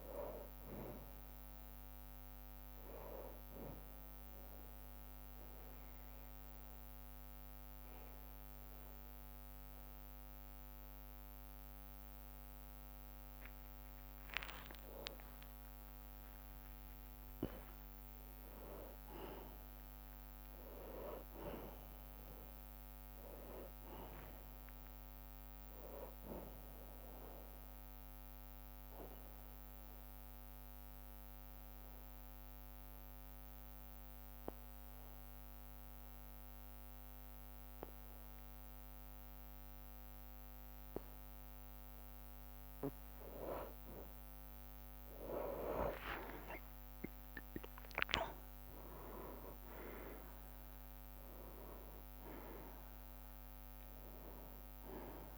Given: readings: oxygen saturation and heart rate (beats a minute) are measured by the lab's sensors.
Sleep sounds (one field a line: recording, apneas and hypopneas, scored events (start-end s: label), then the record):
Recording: breathing in sleep by a microphone on the trachea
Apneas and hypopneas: 2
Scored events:
0.00-2.50 s: drop in pulse transit time (device-marked, heart rate 47 extreme)
0.00-17.50 s: oxygen desaturation (device-marked, oxygen 91% lowest, heart rate 52 extreme)
4.00-15.00 s: central apnea (oxygen 97% before, 90% lowest, heart rate 58 before, 54 extreme, up 58 after)
5.50-10.50 s: bradycardia (device-marked, heart rate 64 before, 57 extreme)
12.50-17.50 s: tachycardia (device-marked, heart rate 63 before, 113 extreme)
15.00-17.00 s: long interval between heartbeats (device-marked, heart rate 60 before, 89 extreme)
16.50-20.50 s: arousal
19.50-21.50 s: bradycardia (device-marked, heart rate 63 before, 85 extreme)
24.50-42.50 s: bradycardia (device-marked, heart rate 63 before, 52 extreme)
27.50-43.00 s: obstructive apnea (oxygen 98% before, 90% lowest, heart rate 75 before, 51 extreme, up 24 after)
45.50-47.50 s: long interval between heartbeats (device-marked, heart rate 56 before, 69 extreme)
45.50-49.50 s: arousal
46.50-55.38 s: drop in pulse transit time (device-marked, heart rate 56 before, 65 extreme)
49.50-55.38 s: oxygen desaturation (device-marked, oxygen 96% before, 90% lowest, heart rate 58 before, 51 extreme)
From the record:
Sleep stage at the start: N2 (light sleep)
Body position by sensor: on the back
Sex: male